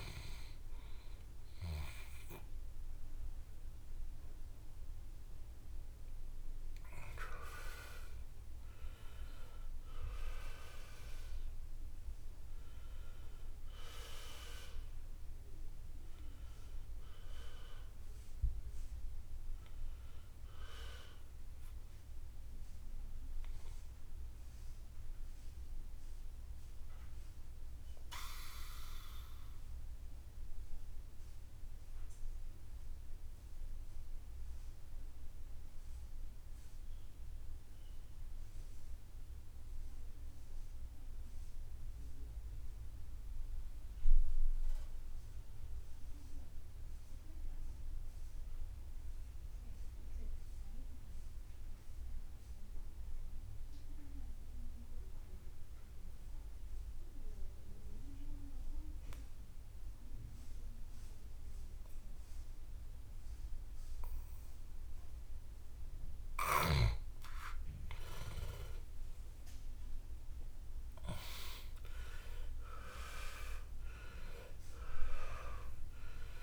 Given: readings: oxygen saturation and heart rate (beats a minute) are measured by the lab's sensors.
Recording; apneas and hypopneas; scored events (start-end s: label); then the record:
breathing in sleep by a room microphone; 1
0.00-5.00 s: oxygen desaturation (device-marked, oxygen 91% lowest, heart rate 68 extreme)
13.00-33.00 s: oxygen desaturation (device-marked, oxygen 92% before, 84% lowest, heart rate 81 before, 53 extreme)
25.50-66.00 s: mixed apnea (oxygen 93% before, 83% lowest, heart rate 80 before, 52 extreme, up 18 after)
63.00-75.00 s: oxygen desaturation (device-marked, oxygen 97% before, 94% lowest, heart rate 62 before, 59 extreme)
67.50-72.00 s: arousal
73.00-76.43 s: new sleep stage, N1 (lightest sleep)
From the record:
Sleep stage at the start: N2 (light sleep); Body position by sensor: on the back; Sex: male